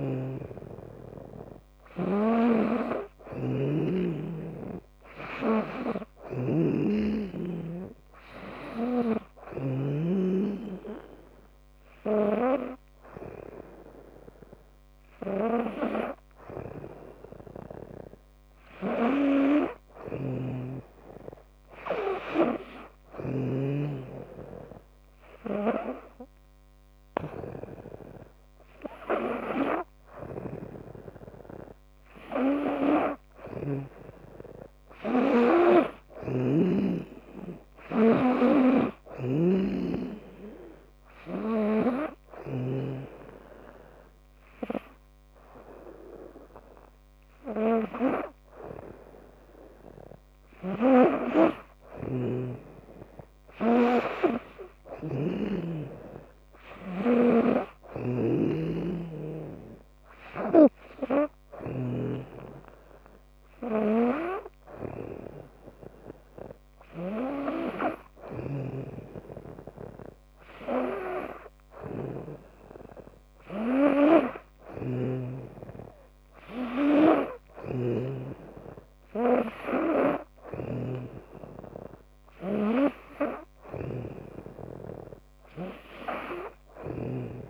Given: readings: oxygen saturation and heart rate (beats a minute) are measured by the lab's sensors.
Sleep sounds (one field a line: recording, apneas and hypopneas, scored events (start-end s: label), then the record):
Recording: breathing in sleep by a microphone on the trachea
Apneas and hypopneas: none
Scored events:
0.00-2.00 s: snoring (device-marked)
19.50-23.00 s: snoring (device-marked)
33.00-36.50 s: snoring (device-marked)
38.50-42.50 s: snoring (device-marked)
51.50-75.00 s: snoring (device-marked)
77.00-87.50 s: snoring (device-marked)
From the record:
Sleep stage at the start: N2 (light sleep)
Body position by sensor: on the back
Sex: female